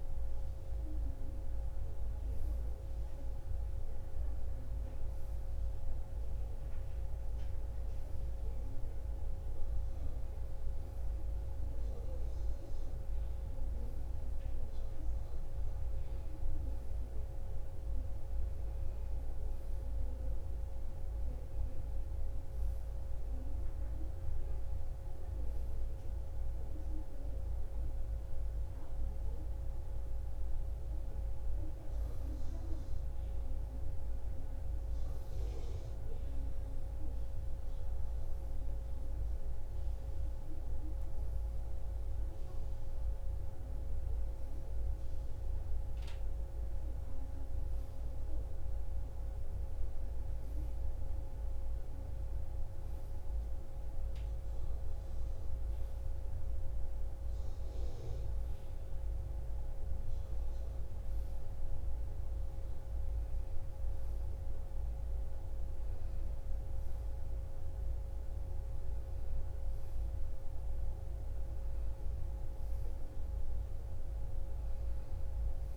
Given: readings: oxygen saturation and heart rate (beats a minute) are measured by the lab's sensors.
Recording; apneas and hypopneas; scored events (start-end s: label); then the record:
breathing in sleep, hard to hear, by a room microphone; none
none scored
From the record:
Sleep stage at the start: N2 (light sleep); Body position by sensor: on the right side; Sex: female